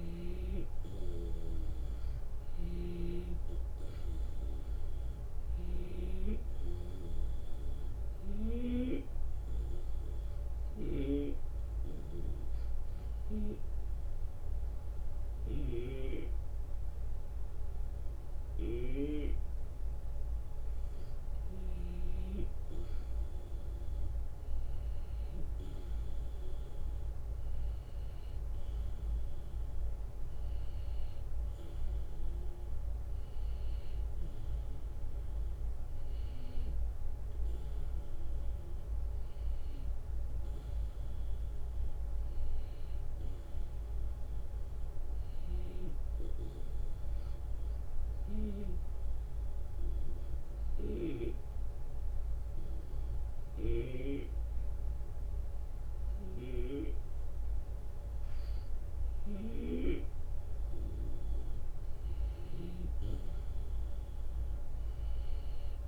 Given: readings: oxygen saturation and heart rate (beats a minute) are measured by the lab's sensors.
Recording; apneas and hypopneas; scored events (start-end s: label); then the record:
breathing in sleep by a room microphone; 2
0.00-3.00 s: snoring (device-marked)
9.50-22.00 s: hypopnea (oxygen 94% before, 91% lowest)
15.00-21.50 s: snoring (device-marked)
24.50-28.50 s: arousal
45.00-51.00 s: snoring (device-marked)
47.00-61.00 s: hypopnea (oxygen 94% before, 91% lowest)
63.00-65.88 s: arousal
From the record:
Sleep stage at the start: N2 (light sleep); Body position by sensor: on the back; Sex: male